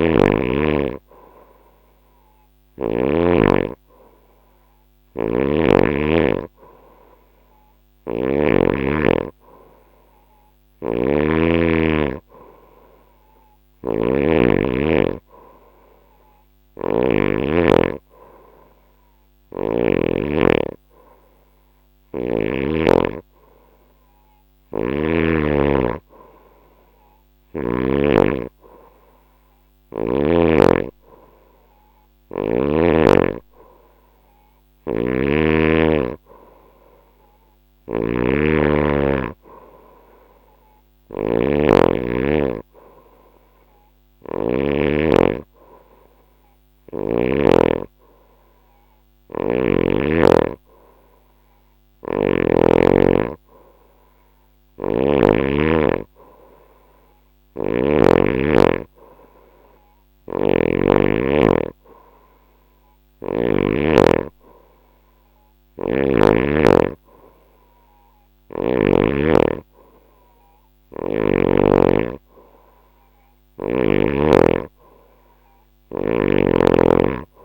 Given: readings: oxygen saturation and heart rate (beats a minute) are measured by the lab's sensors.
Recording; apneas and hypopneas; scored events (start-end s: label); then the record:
breathing in sleep by a microphone on the trachea; none
0.00-2.50 s: snoring (device-marked)
7.00-16.50 s: snoring (device-marked)
18.50-22.00 s: snoring (device-marked)
34.00-44.00 s: snoring (device-marked)
51.00-54.50 s: snoring (device-marked)
56.50-63.00 s: snoring (device-marked)
From the record:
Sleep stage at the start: N2 (light sleep); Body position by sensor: on the right side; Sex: female